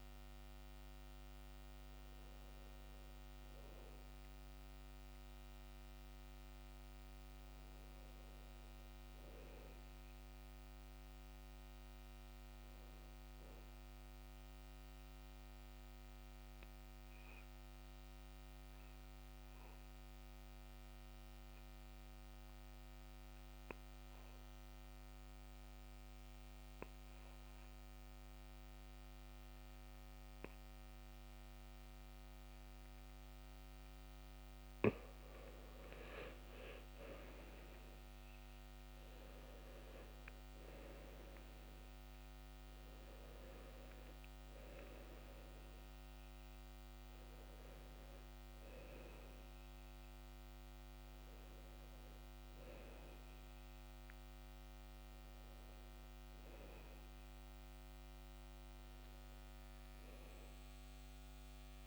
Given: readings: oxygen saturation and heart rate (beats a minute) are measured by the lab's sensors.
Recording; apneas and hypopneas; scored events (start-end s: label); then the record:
breathing in sleep, hard to hear, by a microphone on the trachea; 1
4.00-8.50 s: arousal
15.00-34.50 s: obstructive apnea (oxygen 98% before, 87% lowest, heart rate 66 before, 66 extreme, up 9 after)
34.00-61.86 s: oxygen desaturation (device-marked, oxygen 95% before, 87% lowest, heart rate 68 before, 61 extreme)
35.50-40.00 s: arousal
59.00-61.86 s: arousal
From the record:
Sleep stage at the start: N2 (light sleep); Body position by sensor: on the back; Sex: male